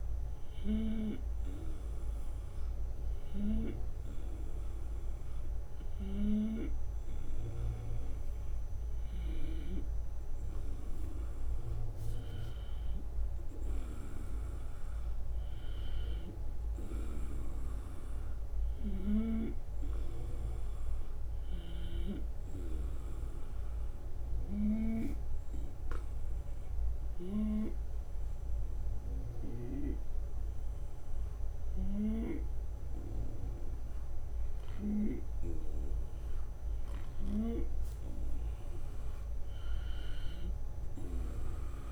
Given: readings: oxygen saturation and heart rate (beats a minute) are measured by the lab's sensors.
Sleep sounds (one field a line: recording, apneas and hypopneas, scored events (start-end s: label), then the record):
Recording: breathing in sleep by a room microphone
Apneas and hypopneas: 1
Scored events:
18.50-22.00 s: arousal
24.00-35.00 s: obstructive apnea (oxygen 95% before, 92% lowest, heart rate 84 before, 82 extreme, up 3 after)
31.50-37.00 s: snoring (device-marked)
39.50-41.92 s: arousal
From the record:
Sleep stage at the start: N2 (light sleep)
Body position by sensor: on the right side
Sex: male